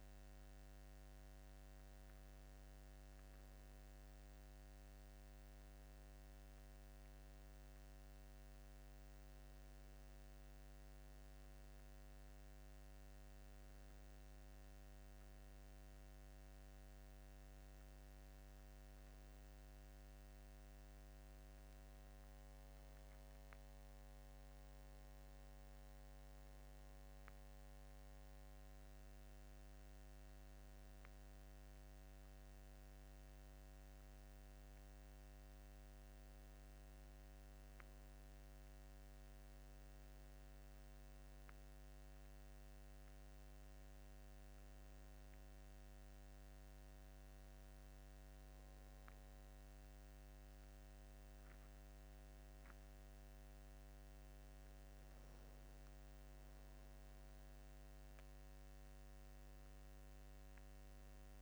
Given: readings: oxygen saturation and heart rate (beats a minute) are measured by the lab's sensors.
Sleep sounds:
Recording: breathing in sleep, hard to hear, by a microphone on the trachea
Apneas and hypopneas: none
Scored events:
none scored
From the record:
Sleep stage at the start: N2 (light sleep)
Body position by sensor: on the back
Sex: male

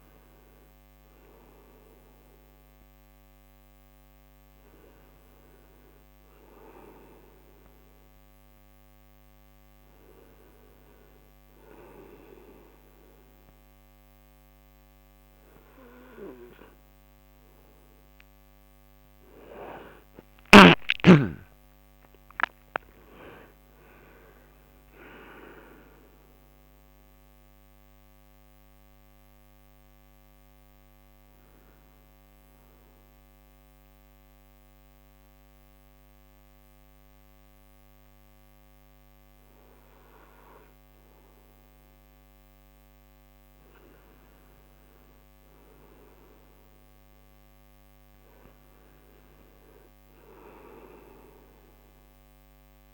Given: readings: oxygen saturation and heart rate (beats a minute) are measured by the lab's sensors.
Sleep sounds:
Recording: breathing in sleep by a microphone on the trachea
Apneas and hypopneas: 1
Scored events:
6.00-52.94 s: new sleep stage, N2 (light sleep)
23.00-27.00 s: arousal
33.00-43.00 s: mixed apnea (oxygen 96% before, 92% lowest)
45.00-48.50 s: arousal
From the record:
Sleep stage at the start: N1 (lightest sleep)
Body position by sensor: on the front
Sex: male

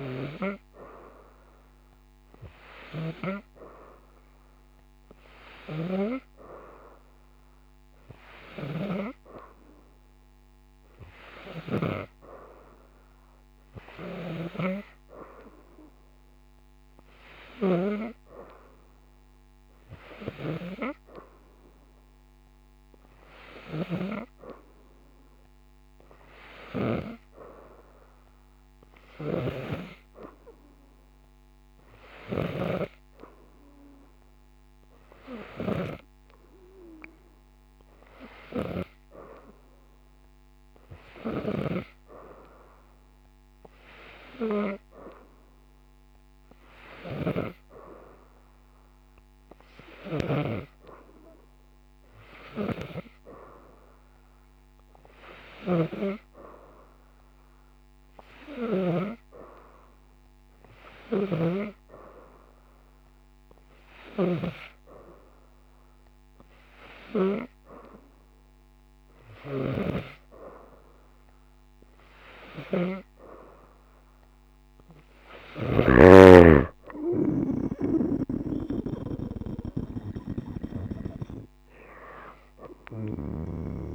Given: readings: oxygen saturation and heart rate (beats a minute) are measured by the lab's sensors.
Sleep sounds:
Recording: breathing in sleep by a microphone on the trachea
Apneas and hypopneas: none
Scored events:
29.00-32.50 s: snoring (device-marked)
41.00-47.00 s: snoring (device-marked)
55.00-59.00 s: snoring (device-marked)
69.00-83.50 s: snoring (device-marked)
82.00-83.95 s: oxygen desaturation (device-marked, oxygen 93% before, 90% lowest)
From the record:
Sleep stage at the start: N2 (light sleep)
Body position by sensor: upright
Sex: female

